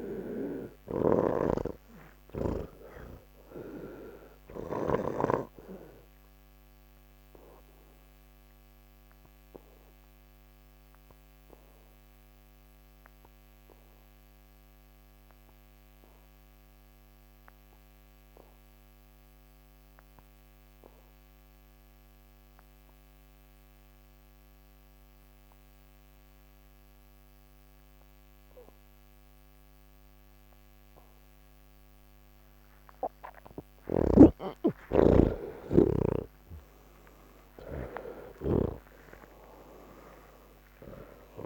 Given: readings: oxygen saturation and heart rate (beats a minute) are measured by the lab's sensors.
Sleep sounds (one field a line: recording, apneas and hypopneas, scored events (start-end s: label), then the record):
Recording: breathing in sleep by a microphone on the trachea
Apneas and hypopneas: 1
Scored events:
0.00-5.50 s: snoring (device-marked)
0.00-22.00 s: oxygen desaturation (device-marked, oxygen 80% lowest, heart rate 36 extreme)
5.00-33.50 s: obstructive apnea (oxygen 99% before, 78% lowest, heart rate 165 before, 36 extreme)
24.00-41.46 s: oxygen desaturation (device-marked, oxygen 99% before, 78% lowest, heart rate 135 before, 80 extreme)
34.00-39.00 s: snoring (device-marked)
From the record:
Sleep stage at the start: N1 (lightest sleep)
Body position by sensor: on the back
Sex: male